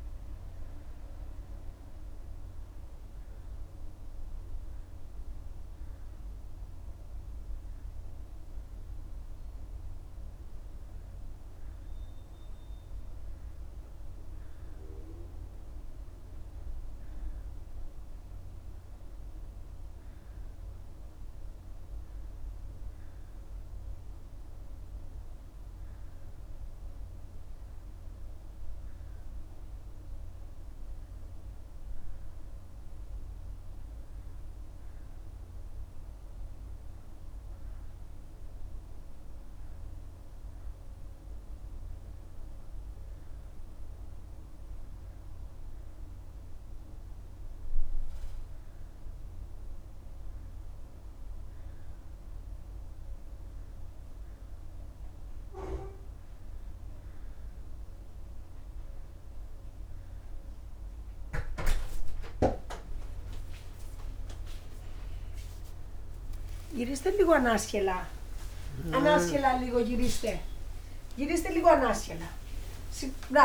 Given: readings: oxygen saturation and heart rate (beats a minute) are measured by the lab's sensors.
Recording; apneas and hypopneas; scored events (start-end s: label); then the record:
breathing in sleep by a room microphone; none
68.00-73.45 s: new sleep stage, awake
From the record:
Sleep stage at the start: N2 (light sleep); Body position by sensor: on the back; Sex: male